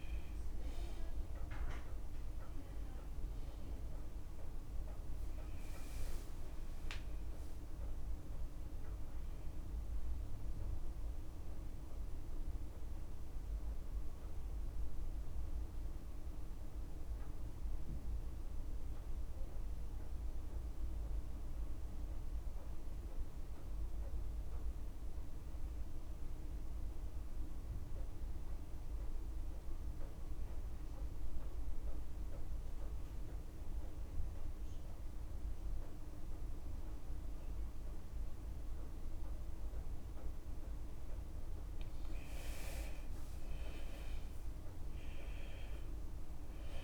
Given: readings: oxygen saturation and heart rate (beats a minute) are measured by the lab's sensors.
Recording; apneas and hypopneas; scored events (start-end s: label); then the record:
breathing in sleep, hard to hear, by a room microphone; 1
0.00-22.00 s: oxygen desaturation (device-marked, oxygen 88% lowest, heart rate 50 extreme)
13.50-40.50 s: mixed apnea (oxygen 94% before, 88% lowest, heart rate 56 before, 50 extreme, up 7 after)
40.00-46.84 s: oxygen desaturation (device-marked, oxygen 98% before, 89% lowest, heart rate 52 before, 51 extreme)
43.50-46.84 s: arousal
From the record:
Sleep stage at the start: N2 (light sleep); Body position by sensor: on the left side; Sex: male